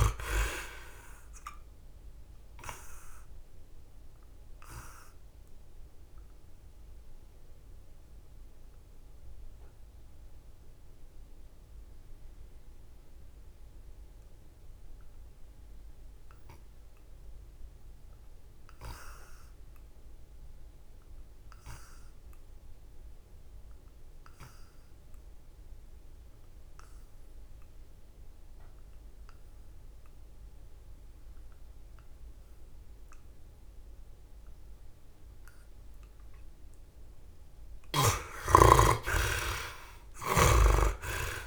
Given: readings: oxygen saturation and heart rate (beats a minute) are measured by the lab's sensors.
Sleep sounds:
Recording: breathing in sleep by a room microphone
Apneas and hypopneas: 1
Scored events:
0.00-21.50 s: oxygen desaturation (device-marked, oxygen 52% lowest, heart rate 62 extreme)
2.50-35.00 s: obstructive apnea (oxygen 90% before, 52% lowest, heart rate 81 before, 62 extreme, up 20 after)
38.00-41.46 s: arousal
40.00-41.46 s: snoring (device-marked)
From the record:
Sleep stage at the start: N2 (light sleep)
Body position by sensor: on the back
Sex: male

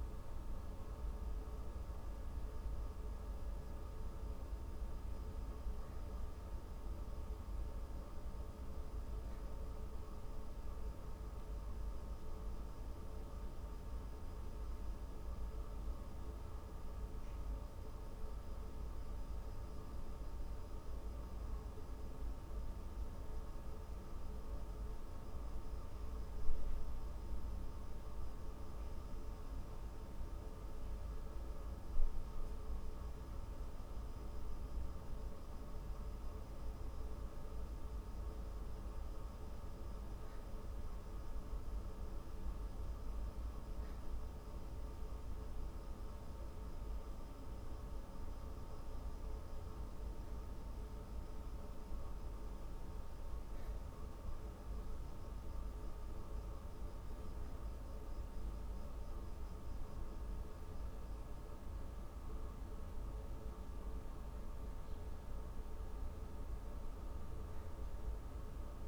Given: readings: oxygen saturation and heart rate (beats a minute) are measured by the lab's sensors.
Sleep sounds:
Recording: breathing in sleep, hard to hear, by a room microphone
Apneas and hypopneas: none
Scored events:
none scored
From the record:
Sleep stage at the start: N2 (light sleep)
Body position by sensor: on the back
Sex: female

